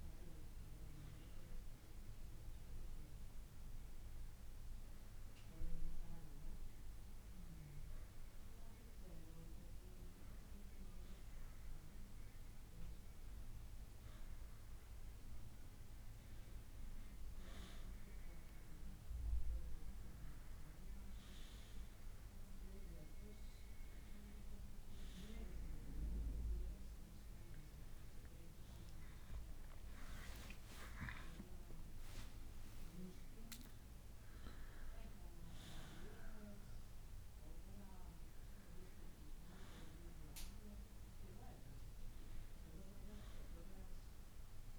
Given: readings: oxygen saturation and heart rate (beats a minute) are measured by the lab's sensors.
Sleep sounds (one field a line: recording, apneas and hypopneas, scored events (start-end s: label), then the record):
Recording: breathing in sleep by a room microphone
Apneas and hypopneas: none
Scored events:
none scored
From the record:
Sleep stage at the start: N1 (lightest sleep)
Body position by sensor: on the back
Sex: male